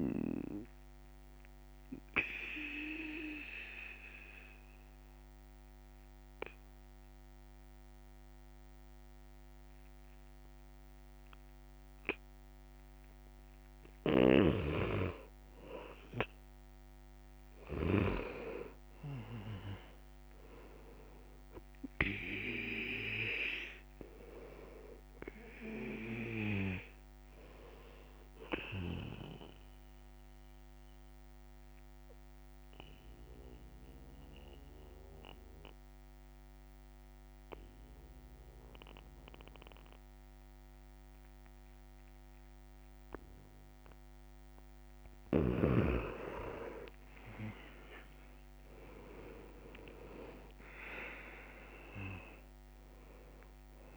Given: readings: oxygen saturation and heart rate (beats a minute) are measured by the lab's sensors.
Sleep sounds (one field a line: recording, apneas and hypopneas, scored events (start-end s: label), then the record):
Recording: breathing in sleep by a microphone on the trachea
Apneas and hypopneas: 2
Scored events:
0.00-14.50 s: oxygen desaturation (device-marked, oxygen 89% lowest, heart rate 64 extreme)
0.50-13.50 s: obstructive apnea (oxygen 98% before, 89% lowest, heart rate 69 before, 64 extreme, up 5 after)
17.00-21.00 s: arousal
25.50-43.50 s: oxygen desaturation (device-marked, oxygen 98% before, 91% lowest, heart rate 67 before, 66 extreme)
28.50-44.50 s: obstructive apnea (oxygen 98% before, 88% lowest, heart rate 67 before, 66 extreme, up 4 after)
47.50-51.00 s: arousal
52.50-53.97 s: oxygen desaturation (device-marked, oxygen 98% before, 88% lowest, heart rate 67 before, 66 extreme)
From the record:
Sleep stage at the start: N2 (light sleep)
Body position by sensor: on the back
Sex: male